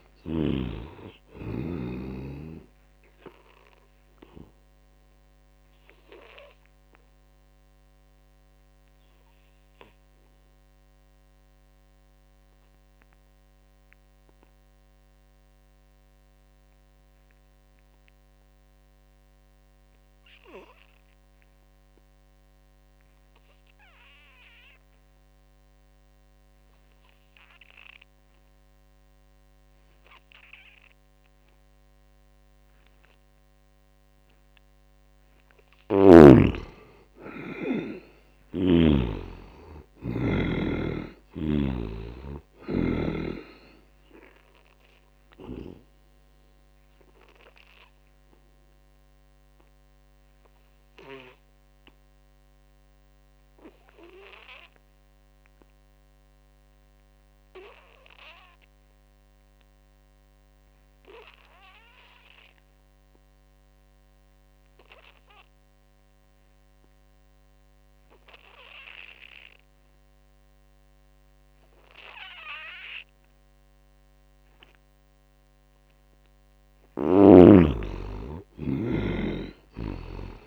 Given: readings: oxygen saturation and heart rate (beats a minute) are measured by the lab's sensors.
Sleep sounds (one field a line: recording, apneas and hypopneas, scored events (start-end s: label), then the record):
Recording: breathing in sleep by a microphone on the trachea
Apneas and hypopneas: 2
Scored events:
0.00-17.00 s: oxygen desaturation (device-marked, oxygen 71% lowest, heart rate 59 extreme)
2.50-34.00 s: obstructive apnea (oxygen 98% before, 71% lowest, heart rate 70 before, 72 extreme, up 4 after)
25.00-57.00 s: oxygen desaturation (device-marked, oxygen 99% before, 72% lowest, heart rate 80 before, 61 extreme)
36.00-39.50 s: arousal
44.00-75.00 s: obstructive apnea (oxygen 99% before, 71% lowest, heart rate 76 before, 61 extreme, up 7 after)
62.00-80.47 s: oxygen desaturation (device-marked, oxygen 98% before, 71% lowest, heart rate 80 before, 58 extreme)
76.50-80.47 s: arousal
From the record:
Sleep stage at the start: N2 (light sleep)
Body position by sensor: on the back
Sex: male